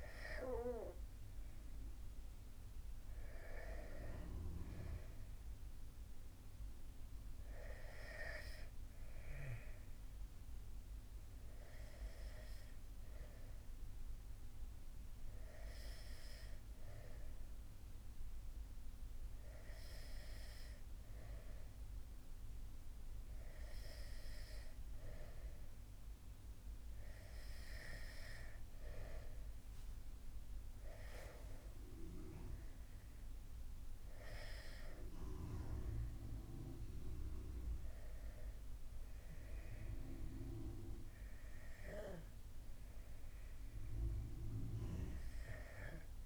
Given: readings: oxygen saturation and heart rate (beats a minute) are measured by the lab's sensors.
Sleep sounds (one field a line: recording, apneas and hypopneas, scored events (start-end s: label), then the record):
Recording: breathing in sleep by a room microphone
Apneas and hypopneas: none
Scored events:
none scored
From the record:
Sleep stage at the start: N2 (light sleep)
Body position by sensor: on the back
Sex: male